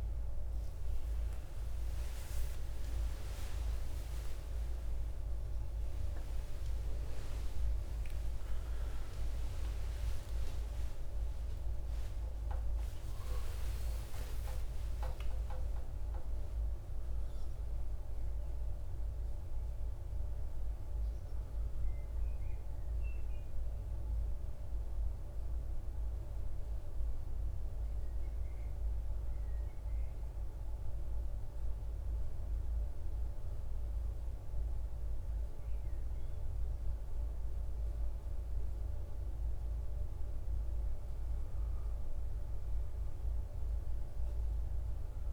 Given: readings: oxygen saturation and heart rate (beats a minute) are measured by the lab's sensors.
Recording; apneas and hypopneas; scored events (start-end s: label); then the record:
a person partly awake in a sleep study, hard to hear, by a room microphone; none
17.50-45.33 s: new sleep stage, N1 (lightest sleep)
From the record:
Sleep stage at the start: awake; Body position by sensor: on the right side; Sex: male